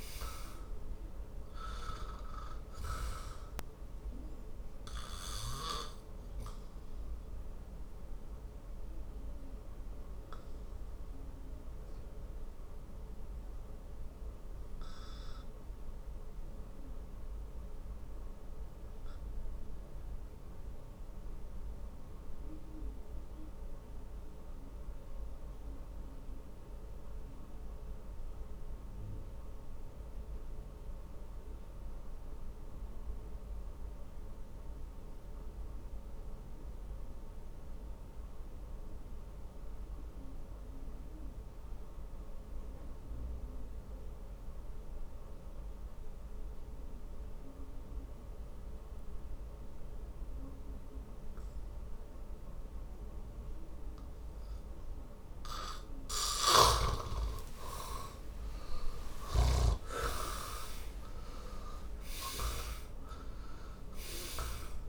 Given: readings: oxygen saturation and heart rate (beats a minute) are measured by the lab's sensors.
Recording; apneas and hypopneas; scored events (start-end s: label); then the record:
breathing in sleep by a room microphone; 1
7.00-54.00 s: obstructive apnea (oxygen 99% before, 73% lowest, heart rate 63 before, 47 extreme, up 19 after)
10.00-34.00 s: oxygen desaturation (device-marked, oxygen 97% before, 79% lowest, heart rate 63 before, 47 extreme)
49.00-59.00 s: oxygen desaturation (device-marked, oxygen 100% before, 93% lowest, heart rate 50 before, 48 extreme)
56.00-59.50 s: snoring (device-marked)
57.00-61.50 s: arousal
From the record:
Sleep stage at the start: N2 (light sleep); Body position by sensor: on the back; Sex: male